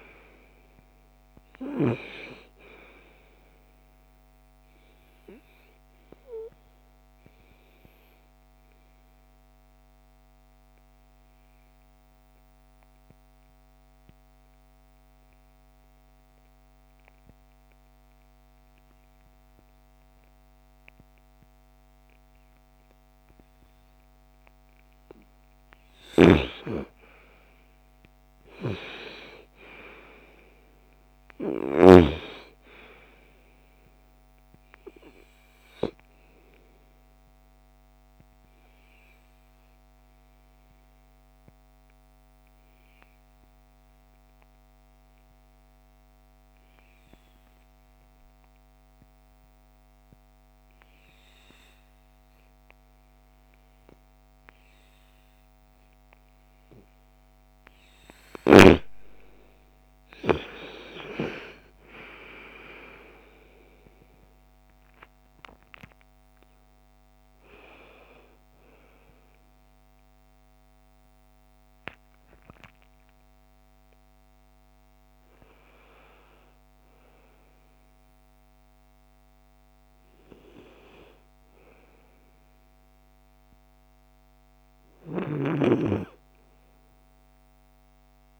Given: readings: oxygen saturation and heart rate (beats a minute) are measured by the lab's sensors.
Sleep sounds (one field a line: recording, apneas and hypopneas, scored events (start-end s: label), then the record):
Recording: a person partly awake in a sleep study, by a microphone on the trachea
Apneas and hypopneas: 2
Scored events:
0.00-1.00 s: snoring (device-marked)
0.00-14.00 s: oxygen desaturation (device-marked, oxygen 89% lowest, heart rate 54 extreme)
3.50-23.00 s: obstructive apnea (oxygen 98% before, 87% lowest, heart rate 61 before, 54 extreme, up 9 after)
24.00-49.00 s: oxygen desaturation (device-marked, oxygen 97% before, 87% lowest, heart rate 59 before, 54 extreme)
24.50-28.50 s: arousal
25.00-31.00 s: snoring (device-marked)
36.00-56.00 s: obstructive apnea (oxygen 97% before, 87% lowest, heart rate 62 before, 54 extreme, up 13 after)
56.00-83.00 s: oxygen desaturation (device-marked, oxygen 98% before, 88% lowest, heart rate 58 before, 59 extreme)
62.00-88.39 s: new sleep stage, awake
From the record:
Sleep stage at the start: N2 (light sleep)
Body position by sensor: on the right side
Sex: female